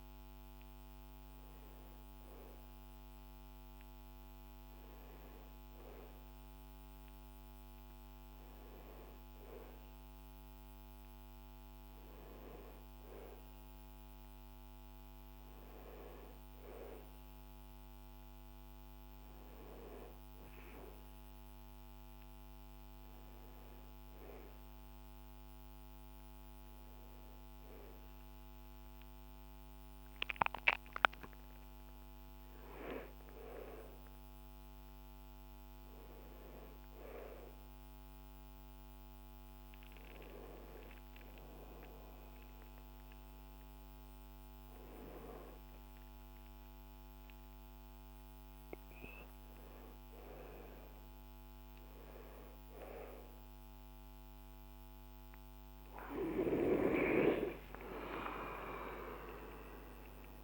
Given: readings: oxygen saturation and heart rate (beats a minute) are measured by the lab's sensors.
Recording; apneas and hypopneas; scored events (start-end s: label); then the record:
a person partly awake in a sleep study, by a microphone on the trachea; none
33.50-60.44 s: new sleep stage, awake
From the record:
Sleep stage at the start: N1 (lightest sleep); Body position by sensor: on the back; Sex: male